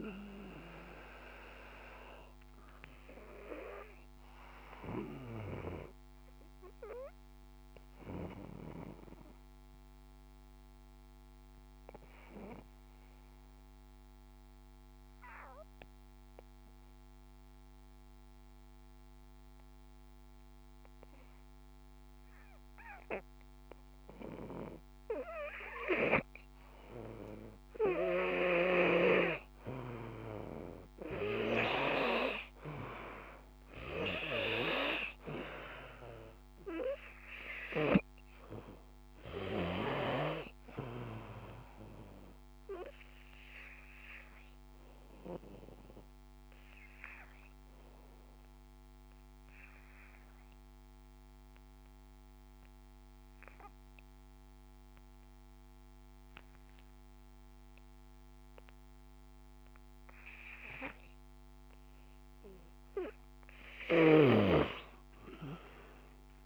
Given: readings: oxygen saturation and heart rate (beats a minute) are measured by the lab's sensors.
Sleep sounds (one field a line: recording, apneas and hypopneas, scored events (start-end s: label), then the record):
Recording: breathing in sleep by a microphone on the trachea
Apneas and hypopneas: 2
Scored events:
0.00-11.50 s: oxygen desaturation (device-marked, oxygen 91% lowest, heart rate 52 extreme)
1.00-24.00 s: obstructive apnea (oxygen 98% before, 89% lowest, heart rate 57 before, 52 extreme, up 2 after)
26.50-29.50 s: arousal
26.50-60.50 s: oxygen desaturation (device-marked, oxygen 97% before, 89% lowest, heart rate 55 before, 52 extreme)
42.50-61.50 s: obstructive apnea (oxygen 98% before, 89% lowest, heart rate 54 before, 52 extreme, up 5 after)
From the record:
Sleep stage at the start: N2 (light sleep)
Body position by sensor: on the back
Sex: male